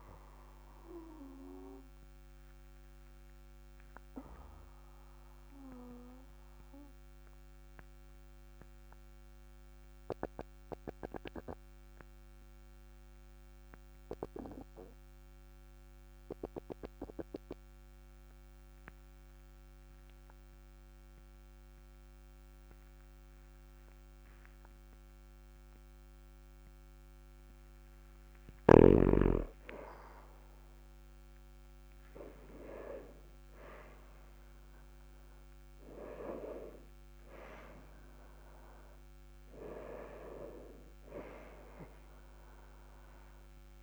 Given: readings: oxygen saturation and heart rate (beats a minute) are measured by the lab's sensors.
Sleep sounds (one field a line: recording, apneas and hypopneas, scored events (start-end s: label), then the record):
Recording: breathing in sleep by a microphone on the trachea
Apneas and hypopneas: 1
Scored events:
1.50-27.50 s: obstructive apnea (oxygen 99% before, 95% lowest, heart rate 44 before, 40 extreme, up 3 after)
30.50-34.50 s: arousal
From the record:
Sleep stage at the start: N2 (light sleep)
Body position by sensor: on the back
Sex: male